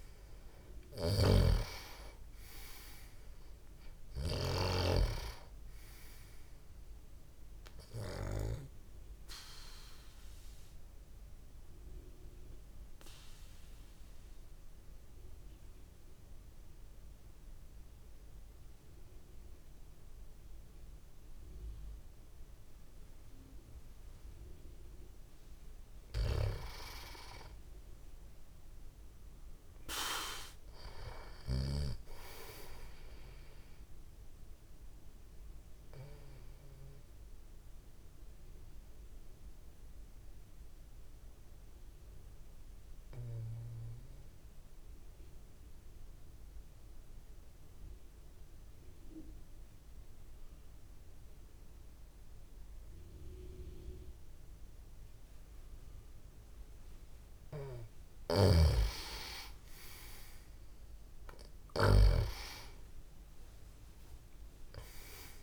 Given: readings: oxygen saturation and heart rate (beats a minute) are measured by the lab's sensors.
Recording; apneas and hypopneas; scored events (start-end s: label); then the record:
breathing in sleep by a room microphone; 2
0.00-2.00 s: tachycardia (device-marked, heart rate 102 extreme)
0.00-4.50 s: snoring (device-marked)
2.00-24.00 s: oxygen desaturation (device-marked, oxygen 97% before, 90% lowest)
9.00-25.00 s: obstructive apnea (oxygen 98% before, 90% lowest)
26.00-32.00 s: snoring (device-marked)
26.50-29.00 s: arousal
36.00-56.50 s: obstructive apnea (oxygen 97% before, 90% lowest, heart rate 30 before, 26 extreme, up 56 after)
38.00-56.00 s: oxygen desaturation (device-marked, oxygen 97% before, 93% lowest, heart rate 31 before, 26 extreme)
57.50-65.43 s: snoring (device-marked)
60.50-65.00 s: arousal
From the record:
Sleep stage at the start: N2 (light sleep); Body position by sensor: on the back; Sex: male